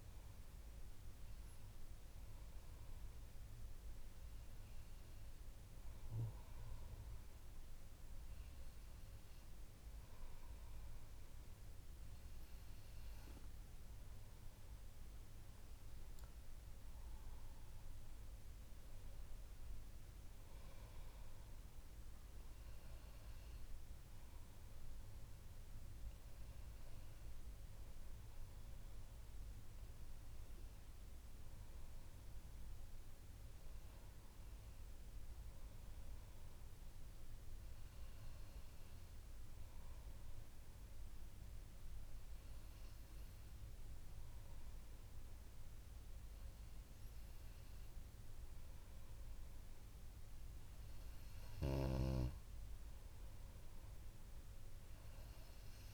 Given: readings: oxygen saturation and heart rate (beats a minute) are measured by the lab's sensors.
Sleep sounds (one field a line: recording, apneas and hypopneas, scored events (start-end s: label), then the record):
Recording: breathing in sleep, hard to hear, by a room microphone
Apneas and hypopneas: none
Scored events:
none scored
From the record:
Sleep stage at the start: N2 (light sleep)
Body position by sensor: on the back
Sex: female